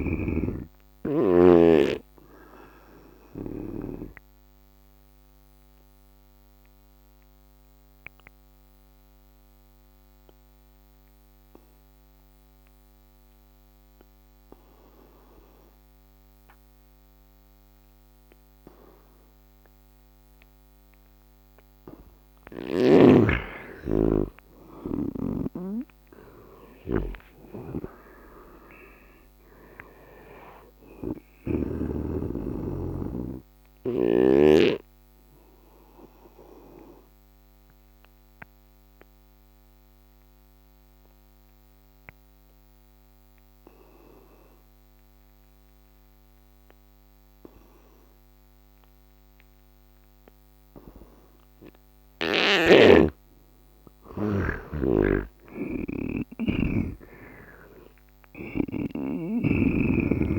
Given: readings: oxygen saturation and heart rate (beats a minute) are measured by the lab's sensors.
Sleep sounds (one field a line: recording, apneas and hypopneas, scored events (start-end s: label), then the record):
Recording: breathing in sleep by a microphone on the trachea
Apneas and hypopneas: 2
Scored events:
0.00-19.50 s: oxygen desaturation (device-marked, oxygen 81% lowest, heart rate 69 extreme)
4.00-21.00 s: obstructive apnea (oxygen 100% before, 81% lowest, heart rate 75 before, 69 extreme, up 9 after)
21.50-38.50 s: oxygen desaturation (device-marked, oxygen 99% before, 89% lowest, heart rate 79 before, 72 extreme)
25.00-29.00 s: arousal
25.00-31.50 s: snoring (device-marked)
34.50-52.50 s: obstructive apnea (oxygen 99% before, 81% lowest, heart rate 77 before, 70 extreme, up 9 after)
44.50-52.50 s: oxygen desaturation (device-marked, oxygen 91% before, 83% lowest, heart rate 79 before, 70 extreme)
54.50-58.50 s: arousal
54.50-60.39 s: snoring (device-marked)
58.50-60.39 s: oxygen desaturation (device-marked, oxygen 99% before, 81% lowest, heart rate 75 before, 66 extreme)
From the record:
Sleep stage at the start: N2 (light sleep)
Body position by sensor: on the right side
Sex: male